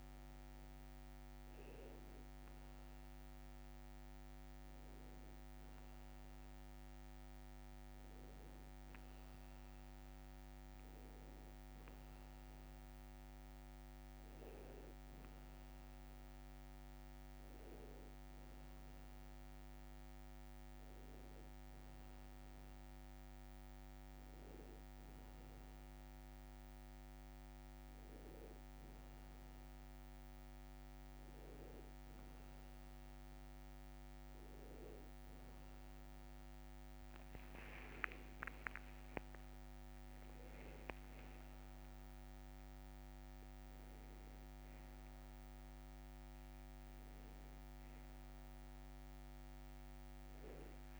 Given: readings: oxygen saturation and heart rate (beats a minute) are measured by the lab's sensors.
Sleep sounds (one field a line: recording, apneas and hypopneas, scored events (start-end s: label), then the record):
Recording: a person awake in a sleep study, hard to hear, by a microphone on the trachea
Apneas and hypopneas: none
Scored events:
18.00-51.00 s: new sleep stage, awake
21.00-23.00 s: long interval between heartbeats (device-marked, heart rate 65 before, 65 extreme)
38.50-40.50 s: long interval between heartbeats (device-marked, heart rate 63 before, 89 extreme)
49.00-51.00 s: tachycardia (device-marked, heart rate 77 before, 108 extreme)
From the record:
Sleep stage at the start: N1 (lightest sleep)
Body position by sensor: on the back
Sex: male